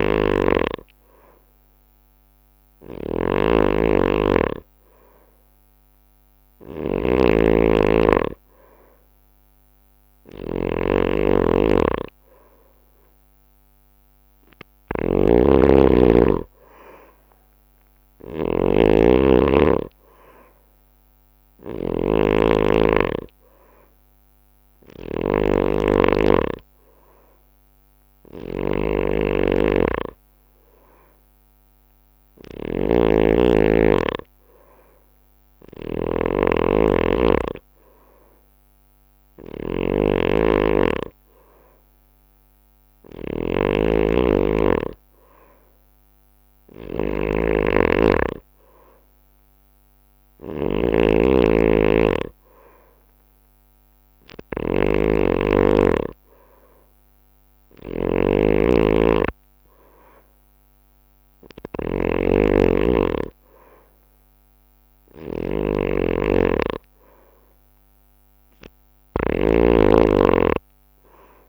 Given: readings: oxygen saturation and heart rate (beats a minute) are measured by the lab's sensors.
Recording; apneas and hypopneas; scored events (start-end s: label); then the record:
breathing in sleep by a microphone on the trachea; none
0.00-71.49 s: snoring (device-marked)
From the record:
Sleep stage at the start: N2 (light sleep); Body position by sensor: on the right side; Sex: male